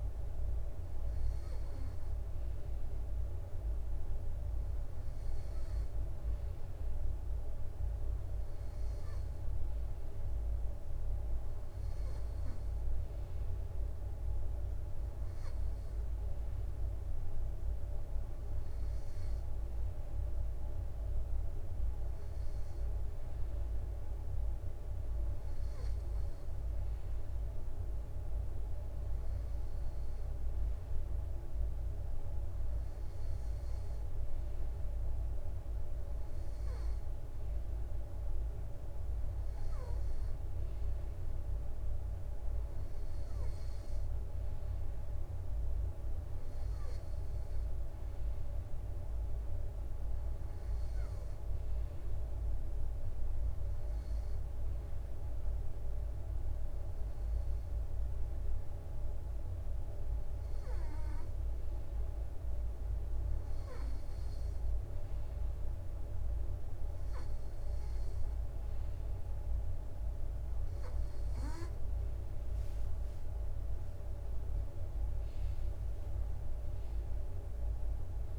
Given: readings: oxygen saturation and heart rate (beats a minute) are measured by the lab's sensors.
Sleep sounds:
breathing in sleep, hard to hear, by a room microphone; none
0.00-1.50 s: drop in pulse transit time (device-marked, heart rate 63 extreme)
From the record:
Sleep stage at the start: N2 (light sleep); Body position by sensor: on the right side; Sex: male

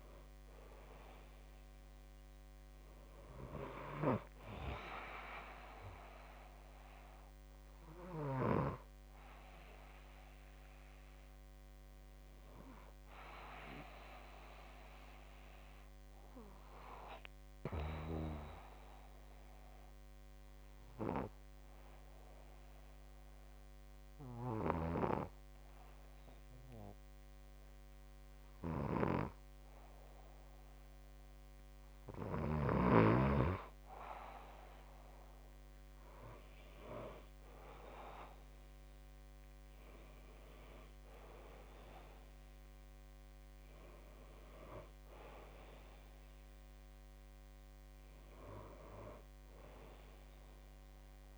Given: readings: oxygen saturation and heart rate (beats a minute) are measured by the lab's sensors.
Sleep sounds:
breathing in sleep by a microphone on the trachea; 1
21.00-31.50 s: hypopnea (oxygen 97% before, 94% lowest, heart rate 62 before, 60 extreme, up 1 after)
35.50-39.50 s: arousal
From the record:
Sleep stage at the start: N2 (light sleep); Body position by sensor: on the back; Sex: male

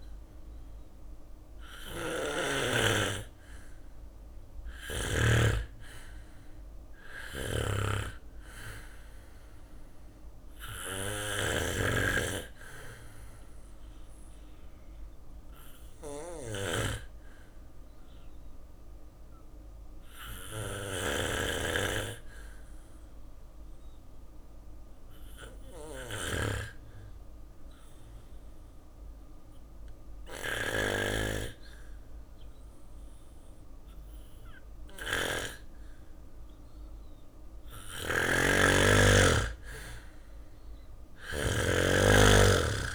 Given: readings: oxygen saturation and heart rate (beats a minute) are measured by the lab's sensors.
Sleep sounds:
breathing in sleep by a room microphone; none
0.00-4.00 s: snoring (device-marked)
6.00-20.00 s: snoring (device-marked)
33.00-36.00 s: bradycardia (device-marked, heart rate 63 before, 60 extreme)
36.00-42.95 s: drop in pulse transit time (device-marked, heart rate 62 before, 59 extreme)
36.50-42.95 s: snoring (device-marked)
40.00-42.95 s: arousal
From the record:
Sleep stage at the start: N2 (light sleep); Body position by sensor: on the back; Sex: male

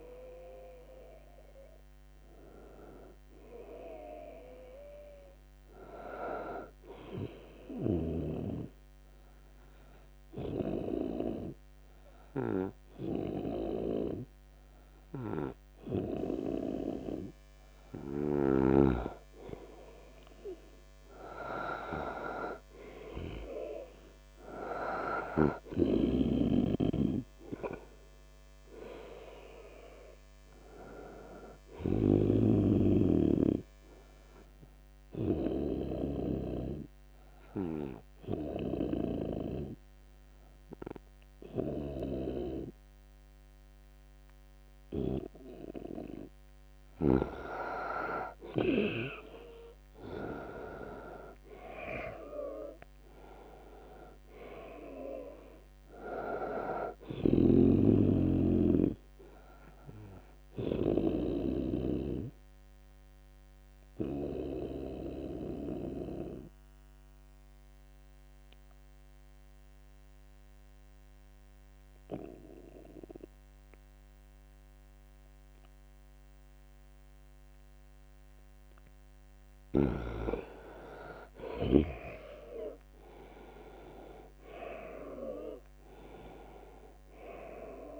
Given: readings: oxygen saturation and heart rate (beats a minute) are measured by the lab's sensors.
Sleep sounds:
breathing in sleep by a microphone on the trachea; 3
0.00-1.50 s: oxygen desaturation (device-marked, oxygen 85% lowest, heart rate 72 extreme)
6.50-18.50 s: obstructive apnea (oxygen 98% before, 91% lowest, heart rate 80 before, 74 extreme, up 7 after)
20.00-23.50 s: arousal
25.50-38.50 s: oxygen desaturation (device-marked, oxygen 97% before, 92% lowest, heart rate 78 before, 74 extreme)
34.00-46.00 s: obstructive apnea (oxygen 98% before, 85% lowest, heart rate 81 before, 74 extreme)
48.00-51.00 s: arousal
49.50-67.50 s: oxygen desaturation (device-marked, oxygen 97% before, 91% lowest, heart rate 83 before, 73 extreme)
62.00-79.00 s: obstructive apnea (oxygen 97% before, 85% lowest, heart rate 79 before, 73 extreme, up 11 after)
76.50-88.00 s: oxygen desaturation (device-marked, oxygen 97% before, 85% lowest, heart rate 80 before, 69 extreme)
80.50-84.00 s: arousal
From the record:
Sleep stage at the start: N2 (light sleep); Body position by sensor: on the right side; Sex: male

